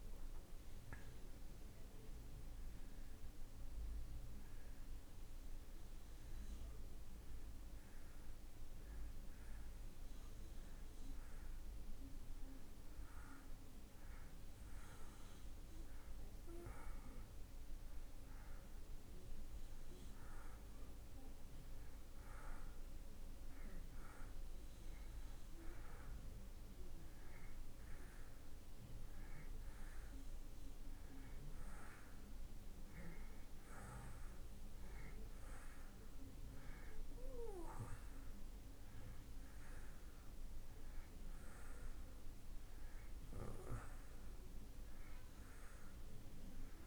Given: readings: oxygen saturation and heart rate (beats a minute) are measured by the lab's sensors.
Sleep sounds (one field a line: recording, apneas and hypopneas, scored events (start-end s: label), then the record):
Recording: breathing in sleep by a room microphone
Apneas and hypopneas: 1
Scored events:
0.00-15.00 s: oxygen desaturation (device-marked, oxygen 87% lowest)
10.00-23.50 s: hypopnea (oxygen 96% before, 86% lowest)
26.50-31.00 s: arousal
34.00-46.87 s: oxygen desaturation (device-marked, oxygen 93% before, 89% lowest)
From the record:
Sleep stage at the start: N2 (light sleep)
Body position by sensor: on the back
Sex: male